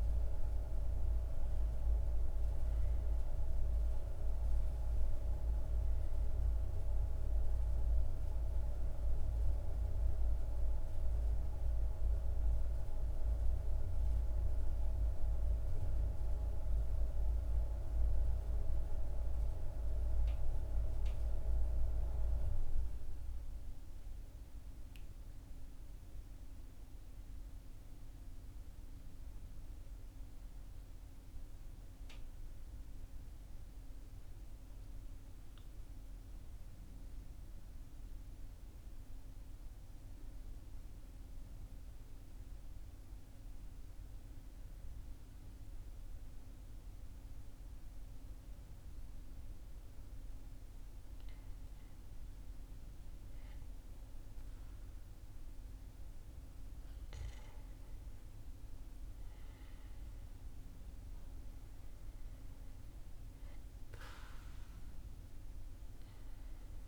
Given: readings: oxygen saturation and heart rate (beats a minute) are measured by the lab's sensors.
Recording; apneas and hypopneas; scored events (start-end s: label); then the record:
breathing in sleep by a room microphone; 1
0.00-4.00 s: oxygen desaturation (device-marked, oxygen 93% lowest, heart rate 45 extreme)
18.50-22.50 s: arousal
25.00-50.00 s: central apnea (oxygen 99% before, 94% lowest, heart rate 48 before, 41 extreme, up 0 after)
35.00-66.88 s: new sleep stage, N2 (light sleep)
54.00-58.00 s: arousal
From the record:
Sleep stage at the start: N1 (lightest sleep); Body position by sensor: on the back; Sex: male